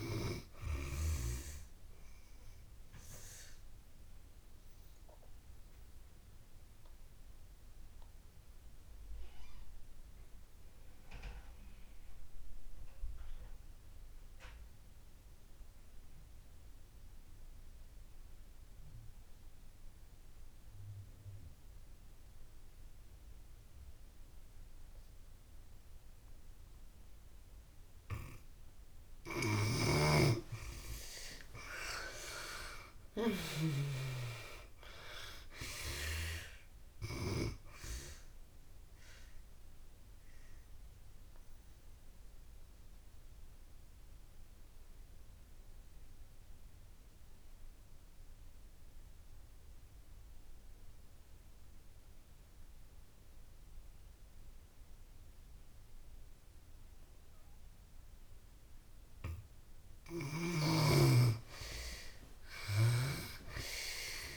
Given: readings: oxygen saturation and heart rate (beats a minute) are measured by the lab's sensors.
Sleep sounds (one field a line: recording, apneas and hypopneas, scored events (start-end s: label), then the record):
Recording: breathing in sleep by a room microphone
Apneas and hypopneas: 2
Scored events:
0.00-21.00 s: oxygen desaturation (device-marked, oxygen 75% lowest)
2.50-28.50 s: obstructive apnea (oxygen 97% before, 73% lowest)
23.00-59.00 s: oxygen desaturation (device-marked, oxygen 97% before, 73% lowest)
30.00-33.50 s: arousal
38.50-59.00 s: obstructive apnea (oxygen 97% before, 73% lowest)
60.50-64.00 s: arousal
61.00-64.37 s: oxygen desaturation (device-marked, oxygen 97% before, 77% lowest)
From the record:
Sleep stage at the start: N2 (light sleep)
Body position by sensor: on the back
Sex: female